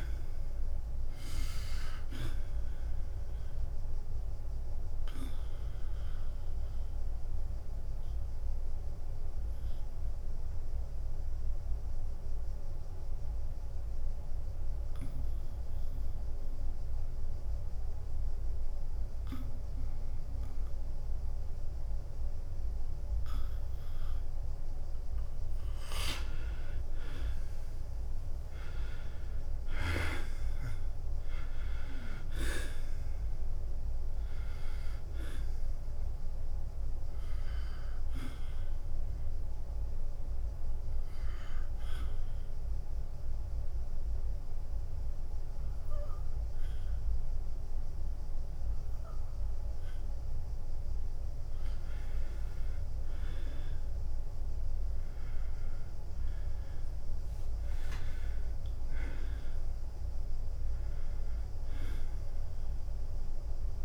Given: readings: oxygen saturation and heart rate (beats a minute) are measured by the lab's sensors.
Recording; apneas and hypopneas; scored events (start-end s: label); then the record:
breathing in sleep by a room microphone; 2
0.00-9.00 s: drop in pulse transit time (device-marked, heart rate 90 extreme)
0.00-11.00 s: oxygen desaturation (device-marked, oxygen 88% lowest, heart rate 89 extreme)
5.50-26.00 s: obstructive apnea (oxygen 97% before, 77% lowest, heart rate 90 before, 89 extreme, up 6 after)
13.00-22.00 s: oxygen desaturation (device-marked, oxygen 89% before, 77% lowest, heart rate 92 before, 89 extreme)
28.00-32.00 s: arousal
29.00-41.00 s: drop in pulse transit time (device-marked, heart rate 91 before, 92 extreme)
29.00-54.00 s: oxygen desaturation (device-marked, oxygen 98% before, 83% lowest, heart rate 91 before, 89 extreme)
37.50-52.00 s: obstructive apnea (oxygen 98% before, 83% lowest, heart rate 92 before, 89 extreme, up 2 after)
55.00-58.50 s: arousal
56.00-63.84 s: drop in pulse transit time (device-marked, heart rate 92 before, 90 extreme)
From the record:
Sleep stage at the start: N2 (light sleep); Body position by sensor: on the back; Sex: male